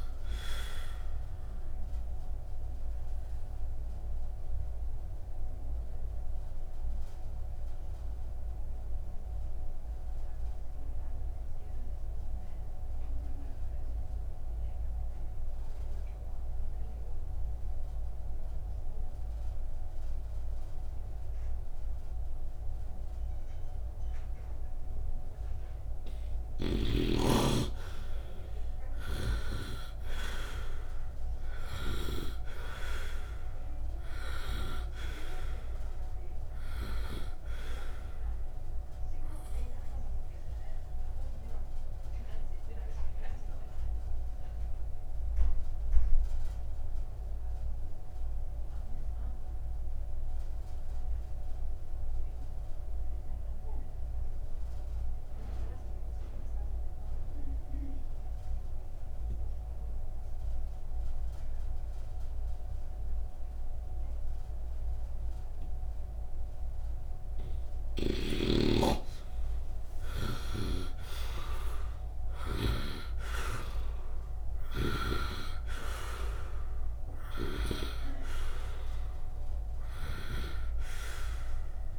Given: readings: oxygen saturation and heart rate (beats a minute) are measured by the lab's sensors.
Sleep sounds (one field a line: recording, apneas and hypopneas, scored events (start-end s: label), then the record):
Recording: breathing in sleep by a room microphone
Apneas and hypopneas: 2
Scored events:
4.50-24.50 s: obstructive apnea (oxygen 100% before, 78% lowest, heart rate 73 before, 54 extreme)
7.00-81.99 s: new sleep stage, N2 (light sleep)
10.00-22.00 s: oxygen desaturation (device-marked, oxygen 99% before, 91% lowest, heart rate 70 before, 54 extreme)
28.00-32.00 s: arousal
30.00-60.00 s: oxygen desaturation (device-marked, oxygen 97% before, 78% lowest, heart rate 63 before, 55 extreme)
40.00-67.00 s: obstructive apnea (oxygen 97% before, 74% lowest, heart rate 61 before, 55 extreme)
67.00-71.00 s: arousal
68.00-73.00 s: snoring (device-marked)
76.00-81.99 s: oxygen desaturation (device-marked, oxygen 97% before, 74% lowest, heart rate 61 before, 64 extreme)
From the record:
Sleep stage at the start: N1 (lightest sleep)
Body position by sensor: on the right side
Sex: male